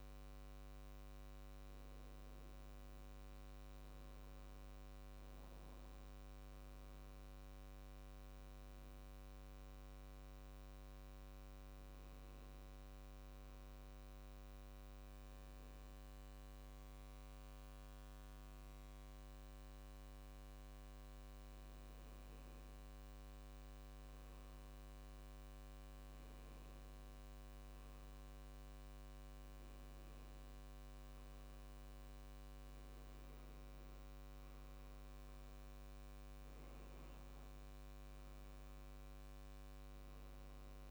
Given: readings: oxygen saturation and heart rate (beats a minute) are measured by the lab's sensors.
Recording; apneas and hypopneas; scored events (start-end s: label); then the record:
breathing in sleep, hard to hear, by a microphone on the trachea; 1
13.00-31.50 s: hypopnea (oxygen 96% before, 92% lowest, heart rate 71 before, 70 extreme, up 6 after)
33.50-37.00 s: arousal
From the record:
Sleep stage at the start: N2 (light sleep); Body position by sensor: on the back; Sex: male